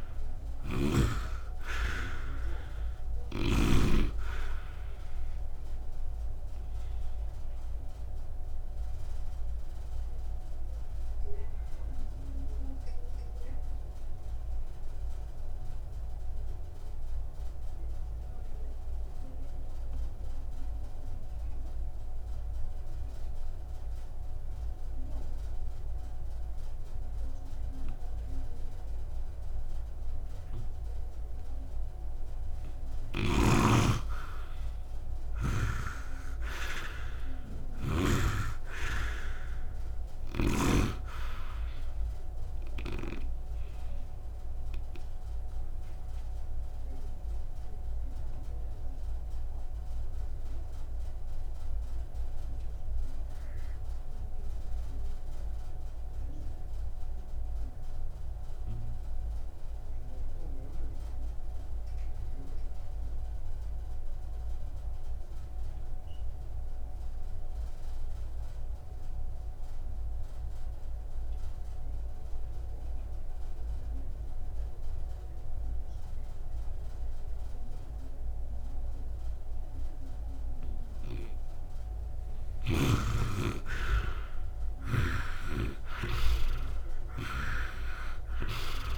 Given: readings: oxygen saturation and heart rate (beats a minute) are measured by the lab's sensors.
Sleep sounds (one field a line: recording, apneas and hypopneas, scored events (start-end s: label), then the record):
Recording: breathing in sleep by a room microphone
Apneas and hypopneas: 2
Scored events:
0.00-1.00 s: snoring (device-marked)
0.00-20.00 s: oxygen desaturation (device-marked, oxygen 84% lowest, heart rate 55 extreme)
4.00-88.98 s: new sleep stage, N3 (deep sleep)
6.00-32.50 s: obstructive apnea (oxygen 99% before, 78% lowest, heart rate 61 before, 55 extreme, up 4 after)
32.00-61.00 s: oxygen desaturation (device-marked, oxygen 99% before, 81% lowest, heart rate 65 before, 44 extreme)
33.50-37.00 s: arousal
44.50-82.00 s: obstructive apnea (oxygen 99% before, 71% lowest, heart rate 59 before, 44 extreme, up 13 after)
71.00-88.98 s: oxygen desaturation (device-marked, oxygen 99% before, 71% lowest, heart rate 63 before, 44 extreme)
83.50-87.00 s: arousal
85.00-88.98 s: snoring (device-marked)
From the record:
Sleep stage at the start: N2 (light sleep)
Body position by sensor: on the right side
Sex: male